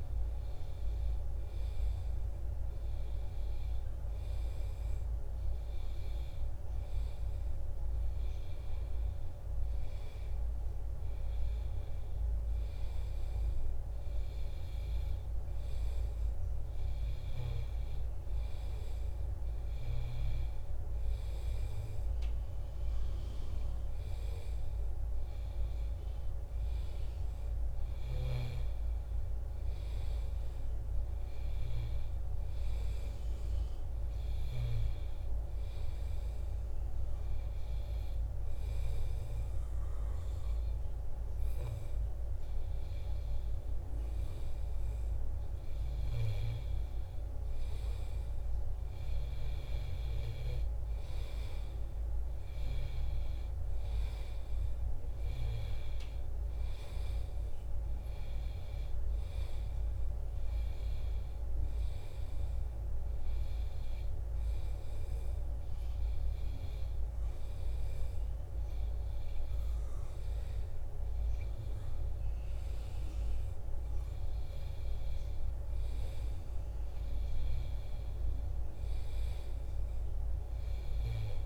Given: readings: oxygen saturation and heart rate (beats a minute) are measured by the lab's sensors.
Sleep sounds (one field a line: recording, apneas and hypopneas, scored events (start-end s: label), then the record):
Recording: breathing in sleep, hard to hear, by a room microphone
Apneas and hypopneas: none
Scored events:
47.50-81.46 s: new sleep stage, N2 (light sleep)
From the record:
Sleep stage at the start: N1 (lightest sleep)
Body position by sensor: on the back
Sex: male